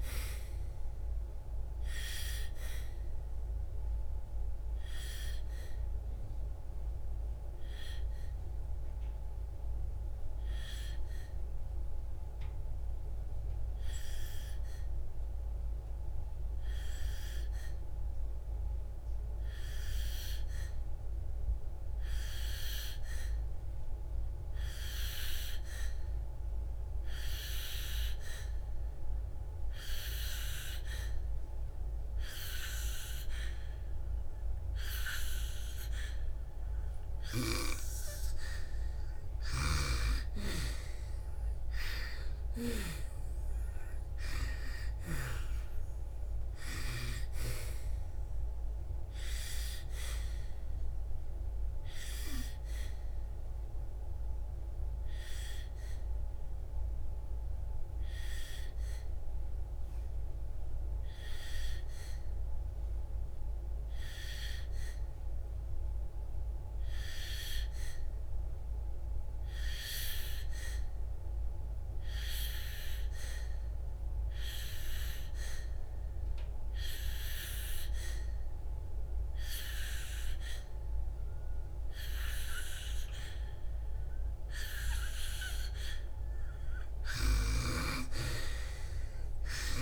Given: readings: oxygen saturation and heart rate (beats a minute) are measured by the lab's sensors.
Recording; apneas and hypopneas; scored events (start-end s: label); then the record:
breathing in sleep by a room microphone; 2
0.00-26.00 s: oxygen desaturation (device-marked, oxygen 88% lowest, heart rate 56 extreme)
2.00-37.50 s: obstructive apnea (oxygen 98% before, 88% lowest, heart rate 64 before, 54 extreme, up 7 after)
37.00-55.00 s: oxygen desaturation (device-marked, oxygen 98% before, 89% lowest, heart rate 62 before, 53 extreme)
40.00-43.50 s: arousal
50.00-85.50 s: obstructive apnea (oxygen 98% before, 89% lowest, heart rate 66 before, 53 extreme, up 7 after)
83.00-89.82 s: oxygen desaturation (device-marked, oxygen 98% before, 89% lowest, heart rate 59 before, 53 extreme)
From the record:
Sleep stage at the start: N2 (light sleep); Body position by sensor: on the back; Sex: female